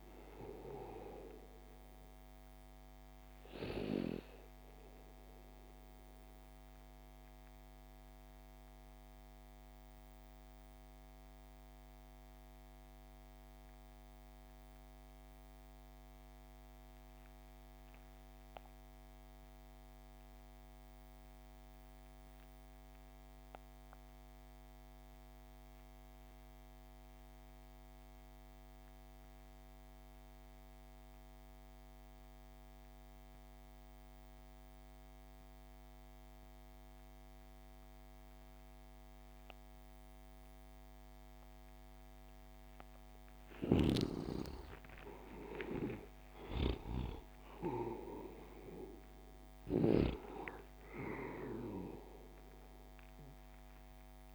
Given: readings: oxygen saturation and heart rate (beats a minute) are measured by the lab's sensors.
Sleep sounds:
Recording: breathing in sleep by a microphone on the trachea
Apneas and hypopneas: 1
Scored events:
0.00-18.50 s: oxygen desaturation (device-marked, oxygen 66% lowest)
5.50-42.50 s: mixed apnea (oxygen 94% before, 66% lowest)
33.50-54.35 s: oxygen desaturation (device-marked, oxygen 98% before, 69% lowest)
43.00-46.50 s: snoring (device-marked)
44.50-48.50 s: arousal
From the record:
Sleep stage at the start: REM sleep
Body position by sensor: on the back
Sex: male

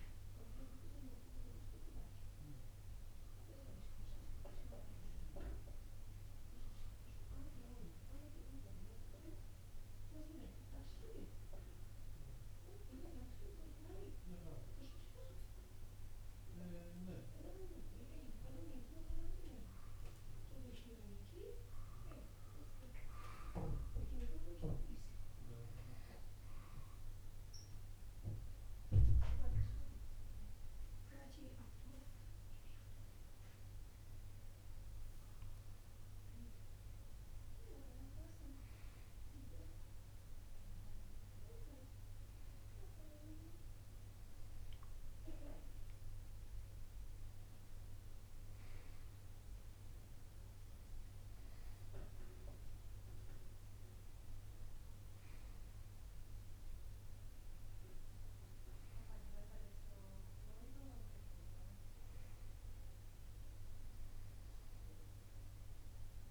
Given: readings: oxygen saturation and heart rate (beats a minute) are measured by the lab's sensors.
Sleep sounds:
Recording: breathing in sleep by a room microphone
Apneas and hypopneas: 1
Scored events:
8.50-19.50 s: obstructive apnea (oxygen 93% before, 90% lowest)
22.00-26.00 s: arousal
27.00-43.00 s: oxygen desaturation (device-marked, oxygen 95% before, 90% lowest)
From the record:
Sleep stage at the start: N2 (light sleep)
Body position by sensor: on the right side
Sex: male

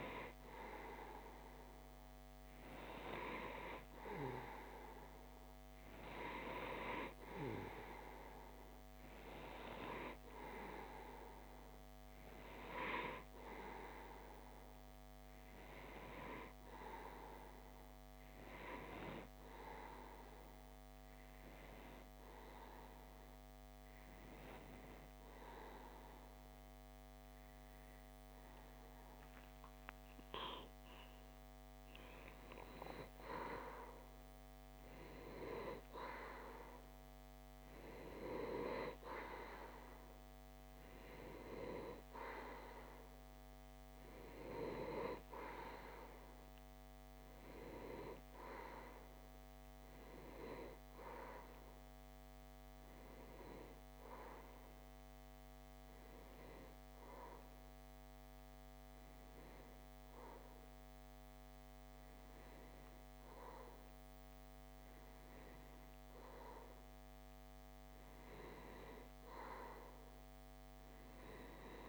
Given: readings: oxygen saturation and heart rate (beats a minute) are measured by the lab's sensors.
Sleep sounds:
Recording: breathing in sleep by a microphone on the trachea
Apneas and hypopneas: 1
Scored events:
17.50-29.00 s: obstructive apnea (oxygen 95% before, 93% lowest, heart rate 59 before, 60 extreme, up 2 after)
30.00-34.00 s: arousal
From the record:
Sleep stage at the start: N2 (light sleep)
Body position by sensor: on the left side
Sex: male

